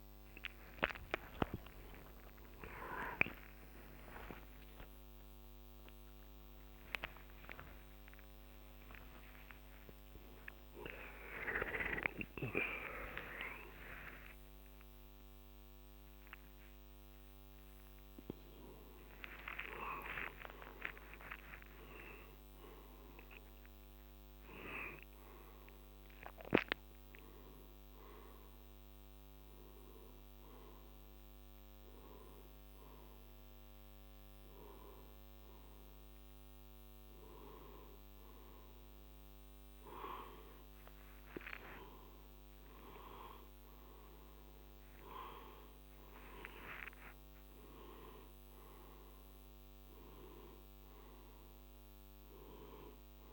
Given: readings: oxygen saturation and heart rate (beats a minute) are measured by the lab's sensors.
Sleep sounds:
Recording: a person awake in a sleep study, by a microphone on the trachea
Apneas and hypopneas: none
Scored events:
6.50-53.33 s: new sleep stage, awake
44.50-53.33 s: oxygen desaturation (device-marked, oxygen 97% before, 93% lowest, heart rate 64 before, 56 extreme)
From the record:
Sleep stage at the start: N2 (light sleep)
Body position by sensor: on the left side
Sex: male

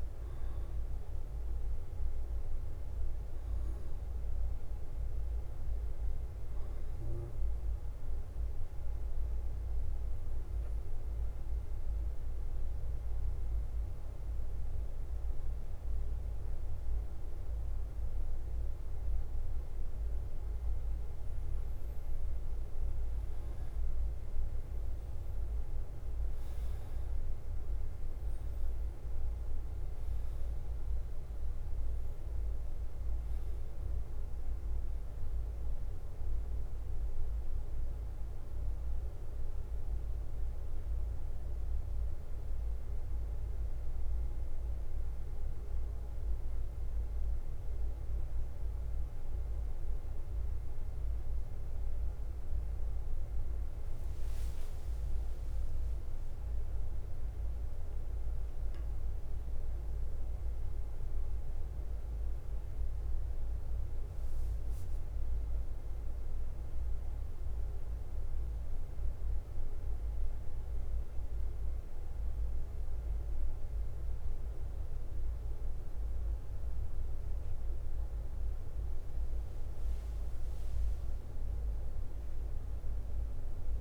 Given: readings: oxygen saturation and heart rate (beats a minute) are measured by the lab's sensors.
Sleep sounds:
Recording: breathing in sleep, hard to hear, by a room microphone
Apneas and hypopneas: 2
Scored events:
0.00-3.00 s: arousal
0.00-36.00 s: bradycardia (device-marked, heart rate 45 extreme)
8.50-20.50 s: obstructive apnea (oxygen 97% before, 94% lowest, heart rate 51 before, 51 extreme, up 5 after)
24.50-29.00 s: arousal
39.00-50.50 s: hypopnea (oxygen 97% before, 94% lowest, heart rate 53 before, 42 extreme, up 11 after)
41.50-43.50 s: long interval between heartbeats (device-marked, heart rate 55 before, 74 extreme)
42.00-58.00 s: bradycardia (device-marked, heart rate 52 before, 42 extreme)
49.00-79.00 s: new sleep stage, N1 (lightest sleep)
54.00-57.50 s: arousal
62.00-83.81 s: bradycardia (device-marked, heart rate 52 before, 44 extreme)
75.00-77.00 s: long interval between heartbeats (device-marked, heart rate 55 before, 56 extreme)
79.00-83.81 s: new sleep stage, N2 (light sleep)
81.50-83.81 s: arousal
From the record:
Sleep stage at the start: N2 (light sleep)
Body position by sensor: on the back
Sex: male

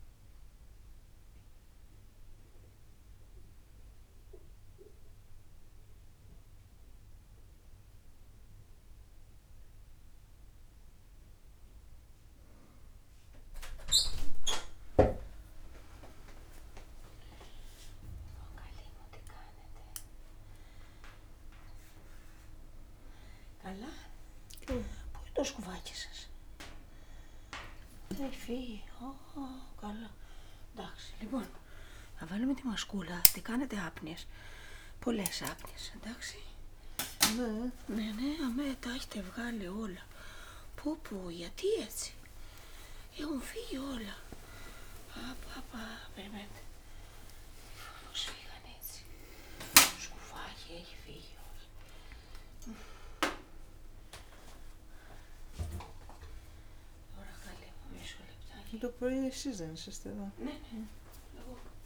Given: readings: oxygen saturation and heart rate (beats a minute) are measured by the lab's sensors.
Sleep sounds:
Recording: a person awake in a sleep study, by a room microphone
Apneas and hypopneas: none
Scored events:
2.00-61.85 s: new sleep stage, awake
48.00-51.00 s: tachycardia (device-marked, heart rate 78 before, 99 extreme)
From the record:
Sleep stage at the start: N1 (lightest sleep)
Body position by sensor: on the back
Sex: female

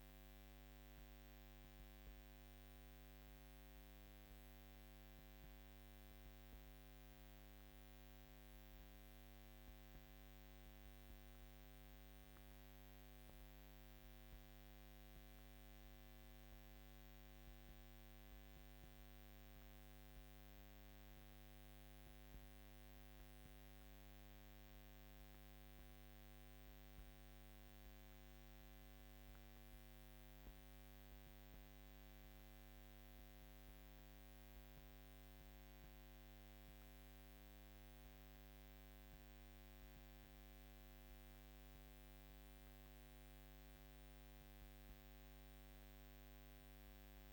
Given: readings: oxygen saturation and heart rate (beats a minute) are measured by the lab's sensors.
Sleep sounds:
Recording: breathing in sleep, hard to hear, by a microphone on the trachea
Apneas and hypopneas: none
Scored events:
none scored
From the record:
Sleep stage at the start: N2 (light sleep)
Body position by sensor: on the back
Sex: female

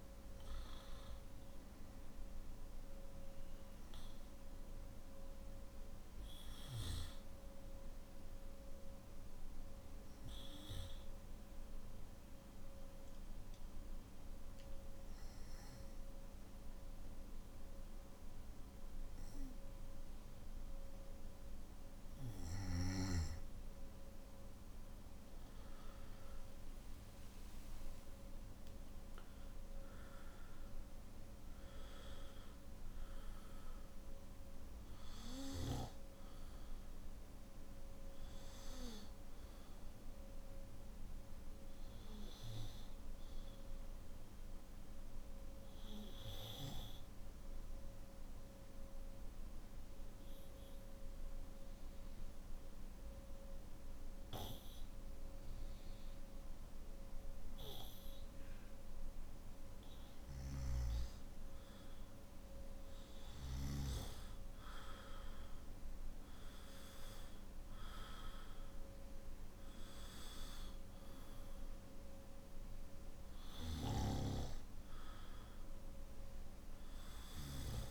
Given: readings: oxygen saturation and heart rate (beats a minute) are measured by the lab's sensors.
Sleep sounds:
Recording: breathing in sleep by a room microphone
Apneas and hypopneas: 2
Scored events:
3.00-20.50 s: hypopnea (oxygen 97% before, 93% lowest, heart rate 55 before, 52 extreme, up 15 after)
28.50-41.50 s: oxygen desaturation (device-marked, oxygen 97% before, 93% lowest, heart rate 56 before, 52 extreme)
48.00-59.00 s: obstructive apnea (oxygen 98% before, 94% lowest, heart rate 58 before, 52 extreme, up 6 after)
65.50-77.91 s: oxygen desaturation (device-marked, oxygen 97% before, 94% lowest, heart rate 53 before, 50 extreme)
From the record:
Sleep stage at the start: N1 (lightest sleep)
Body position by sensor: on the back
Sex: male

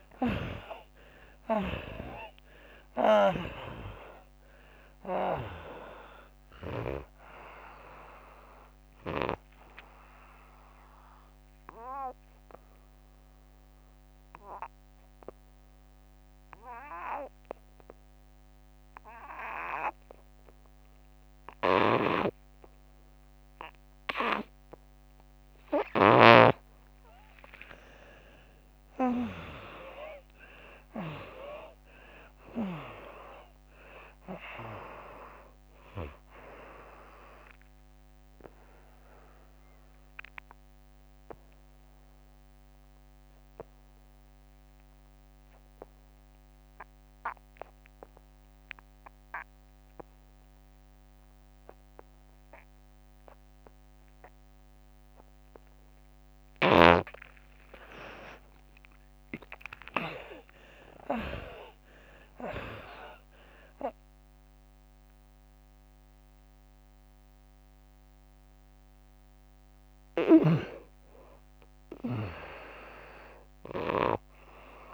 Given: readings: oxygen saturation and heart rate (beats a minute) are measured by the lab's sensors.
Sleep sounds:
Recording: breathing in sleep by a microphone on the trachea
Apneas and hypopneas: 2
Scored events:
0.00-16.50 s: oxygen desaturation (device-marked, oxygen 77% lowest, heart rate 73 extreme)
9.00-23.50 s: obstructive apnea (oxygen 96% before, 76% lowest, heart rate 86 before, 73 extreme, up 24 after)
26.00-29.50 s: arousal
35.50-50.50 s: oxygen desaturation (device-marked, oxygen 96% before, 80% lowest, heart rate 86 before, 73 extreme)
37.00-55.50 s: obstructive apnea (oxygen 99% before, 76% lowest, heart rate 87 before, 73 extreme, up 19 after)
56.50-60.00 s: snoring (device-marked)
57.50-61.00 s: arousal
65.50-74.94 s: oxygen desaturation (device-marked, oxygen 96% before, 76% lowest, heart rate 81 before, 69 extreme)
70.00-74.94 s: snoring (device-marked)
From the record:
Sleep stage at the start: N2 (light sleep)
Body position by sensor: on the right side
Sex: female

